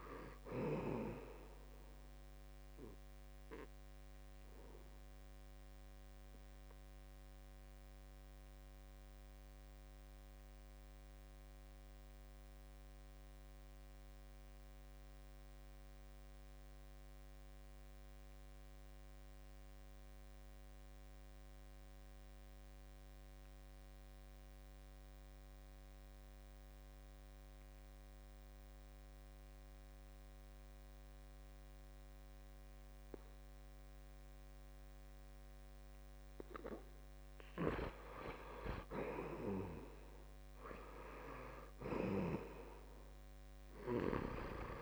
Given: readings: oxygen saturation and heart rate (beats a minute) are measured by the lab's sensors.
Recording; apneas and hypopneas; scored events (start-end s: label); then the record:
breathing in sleep by a microphone on the trachea; 1
0.00-21.00 s: oxygen desaturation (device-marked, oxygen 78% lowest, heart rate 65 extreme)
5.00-37.50 s: obstructive apnea (oxygen 97% before, 78% lowest, heart rate 74 before, 64 extreme, up 4 after)
31.00-44.82 s: oxygen desaturation (device-marked, oxygen 97% before, 78% lowest, heart rate 68 before, 64 extreme)
40.00-44.00 s: arousal
From the record:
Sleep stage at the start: N2 (light sleep); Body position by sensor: on the back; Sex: male